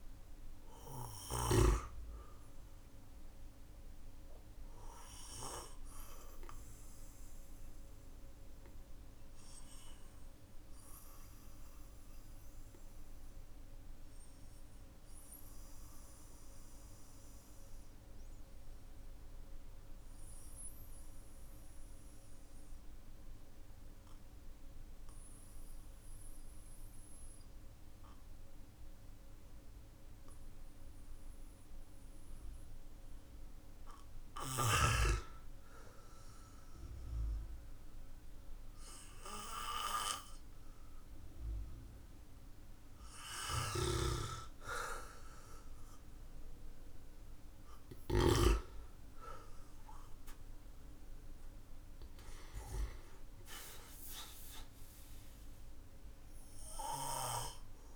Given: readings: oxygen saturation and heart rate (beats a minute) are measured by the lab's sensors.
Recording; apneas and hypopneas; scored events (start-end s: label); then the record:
breathing in sleep by a room microphone; 1
0.00-24.00 s: oxygen desaturation (device-marked, oxygen 90% lowest, heart rate 44 extreme)
8.00-33.50 s: obstructive apnea (oxygen 97% before, 90% lowest, heart rate 57 before, 48 extreme, up 11 after)
43.00-48.00 s: snoring (device-marked)
48.50-53.50 s: arousal
From the record:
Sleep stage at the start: N2 (light sleep); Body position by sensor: on the back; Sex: male